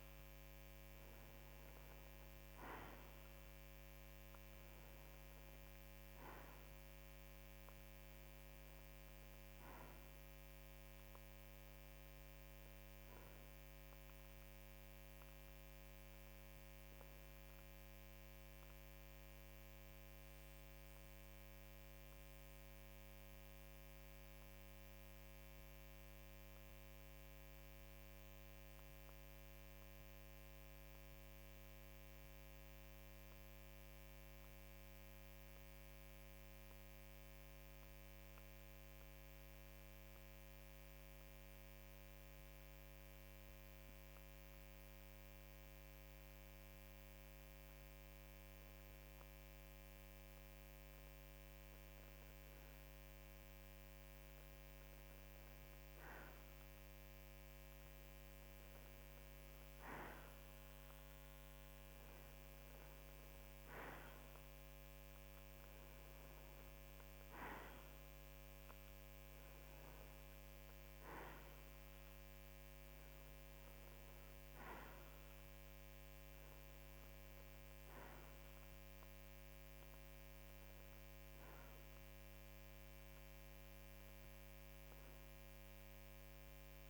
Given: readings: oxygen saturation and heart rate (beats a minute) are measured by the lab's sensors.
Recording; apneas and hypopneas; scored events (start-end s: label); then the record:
breathing in sleep, hard to hear, by a microphone on the trachea; 1
21.50-47.00 s: mixed apnea (oxygen 94% before, 92% lowest, heart rate 55 before, 53 extreme, up 3 after)
50.50-54.00 s: arousal
69.50-86.90 s: oxygen desaturation (device-marked, oxygen 95% before, 92% lowest, heart rate 54 before, 54 extreme)
From the record:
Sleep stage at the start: N2 (light sleep); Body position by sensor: on the right side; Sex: male